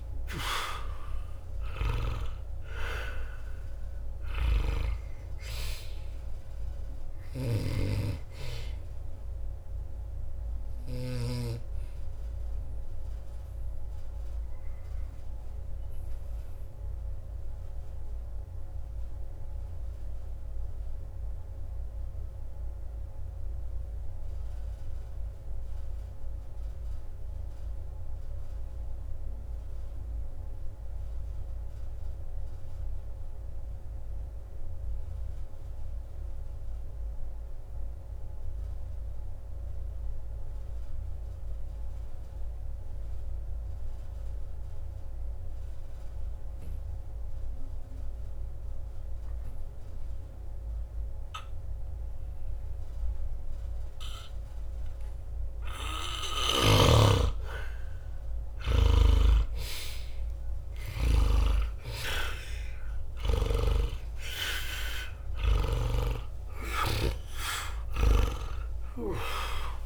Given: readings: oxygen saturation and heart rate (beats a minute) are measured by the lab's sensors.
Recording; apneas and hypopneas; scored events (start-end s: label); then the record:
breathing in sleep by a room microphone; 1
0.00-34.00 s: oxygen desaturation (device-marked, oxygen 75% lowest, heart rate 59 extreme)
7.50-11.50 s: snoring (device-marked)
10.50-58.00 s: obstructive apnea (oxygen 96% before, 74% lowest, heart rate 60 before, 59 extreme, up 0 after)
51.00-69.86 s: oxygen desaturation (device-marked, oxygen 99% before, 74% lowest, heart rate 61 before, 60 extreme)
66.00-69.86 s: arousal
From the record:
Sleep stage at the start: N2 (light sleep); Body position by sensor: on the back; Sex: male